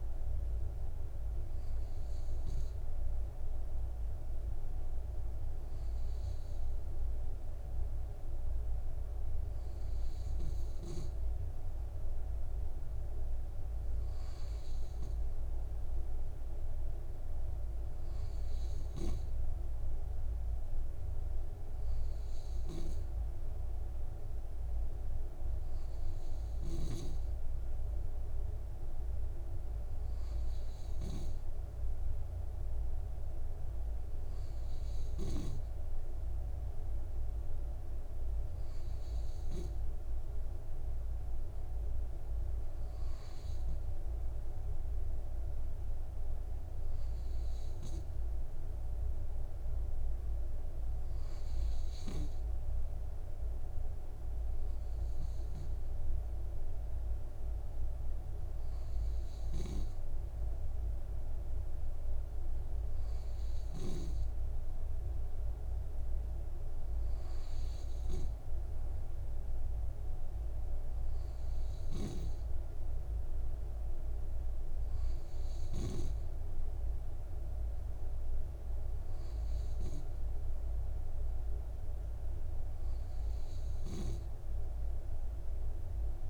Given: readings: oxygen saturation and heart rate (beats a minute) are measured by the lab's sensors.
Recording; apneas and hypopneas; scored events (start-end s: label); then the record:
breathing in sleep, hard to hear, by a room microphone; none
none scored
From the record:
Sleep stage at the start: N2 (light sleep); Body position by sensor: on the right side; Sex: male